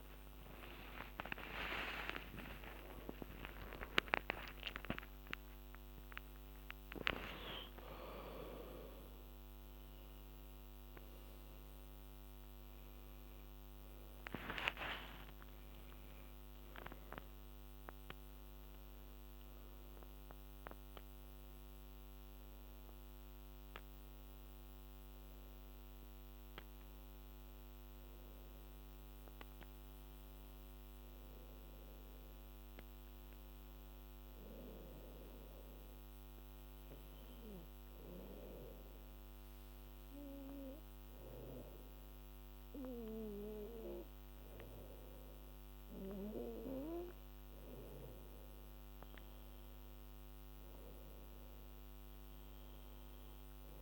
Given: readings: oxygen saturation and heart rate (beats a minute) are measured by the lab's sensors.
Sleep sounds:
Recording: breathing in sleep by a microphone on the trachea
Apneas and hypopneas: 1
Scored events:
1.00-7.00 s: arousal
1.50-3.50 s: long interval between heartbeats (device-marked, heart rate 88 before, 101 extreme)
28.00-53.82 s: new sleep stage, N2 (light sleep)
35.00-46.00 s: hypopnea (oxygen 99% before, 96% lowest, heart rate 85 before, 82 extreme, up 4 after)
50.00-53.82 s: arousal
From the record:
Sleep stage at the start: N1 (lightest sleep)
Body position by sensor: on the back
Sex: female

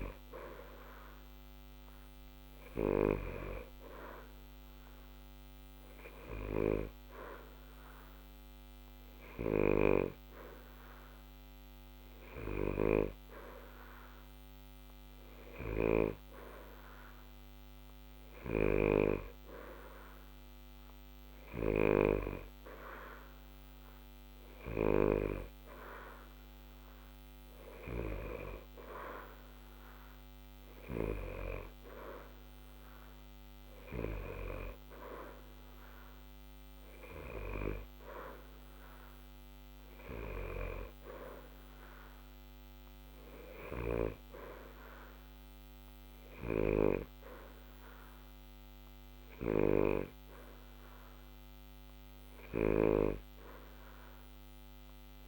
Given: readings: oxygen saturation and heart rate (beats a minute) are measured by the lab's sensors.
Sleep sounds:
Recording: breathing in sleep by a microphone on the trachea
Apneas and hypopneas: none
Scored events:
none scored
From the record:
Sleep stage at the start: N2 (light sleep)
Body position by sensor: on the back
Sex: male

